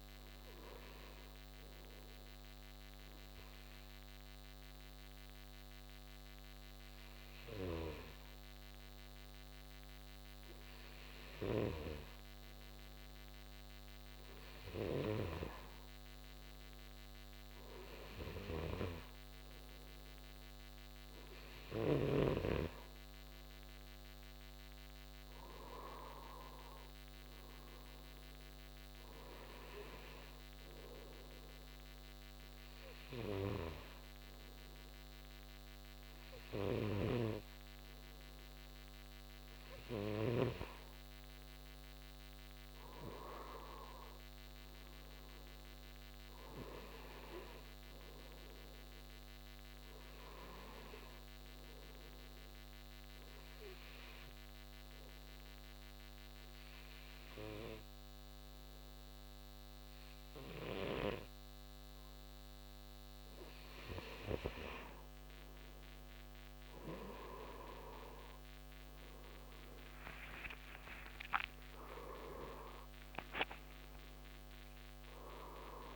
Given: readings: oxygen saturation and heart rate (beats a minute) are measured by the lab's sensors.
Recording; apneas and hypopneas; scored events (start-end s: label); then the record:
breathing in sleep by a microphone on the trachea; 3
0.50-13.50 s: hypopnea (oxygen 92% before, 91% lowest, heart rate 75 before, 65 extreme, up 9 after)
15.50-20.00 s: arousal
16.00-29.00 s: oxygen desaturation (device-marked, oxygen 95% before, 91% lowest, heart rate 71 before, 73 extreme)
18.50-22.50 s: snoring (device-marked)
31.50-42.50 s: hypopnea (oxygen 95% before, 88% lowest, heart rate 73 before, 71 extreme, up 4 after)
37.00-40.50 s: snoring (device-marked)
44.50-48.00 s: arousal
52.00-65.00 s: obstructive apnea (oxygen 93% before, 88% lowest, heart rate 75 before, 71 extreme, up 29 after)
70.00-75.96 s: oxygen desaturation (device-marked, oxygen 93% before, 88% lowest, heart rate 73 before, 65 extreme)
70.50-75.96 s: arousal
From the record:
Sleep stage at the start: N2 (light sleep); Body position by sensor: on the right side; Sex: male